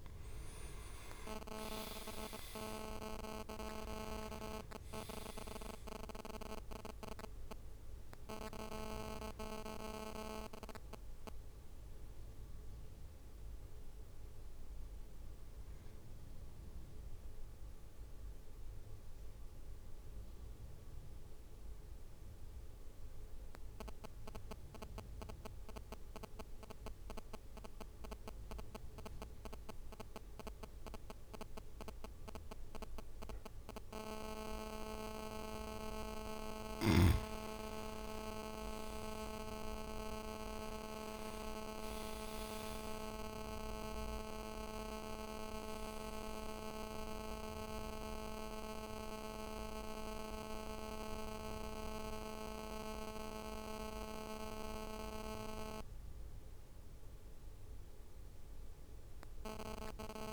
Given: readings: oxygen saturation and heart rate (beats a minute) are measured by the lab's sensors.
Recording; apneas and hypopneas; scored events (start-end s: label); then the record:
breathing in sleep by a room microphone; 1
0.00-2.00 s: arousal
0.50-16.50 s: drop in pulse transit time (device-marked, heart rate 53 before, 54 extreme)
17.00-36.00 s: mixed apnea (oxygen 99% before, 95% lowest, heart rate 56 before, 53 extreme, up 3 after)
37.50-39.00 s: leg movement (device-marked)
41.50-55.50 s: drop in pulse transit time (device-marked, heart rate 56 before, 54 extreme)
43.00-47.00 s: arousal
From the record:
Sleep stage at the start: N2 (light sleep); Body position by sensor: on the back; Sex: male